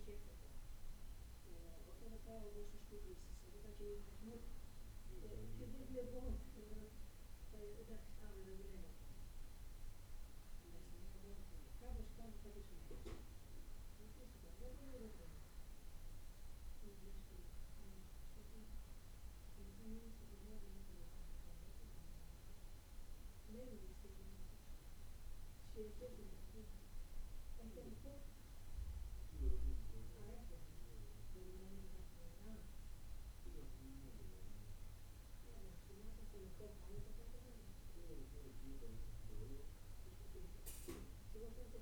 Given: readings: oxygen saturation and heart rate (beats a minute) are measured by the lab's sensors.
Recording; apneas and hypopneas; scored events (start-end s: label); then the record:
breathing in sleep by a room microphone; none
none scored
From the record:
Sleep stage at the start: N1 (lightest sleep); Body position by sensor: on the back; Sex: male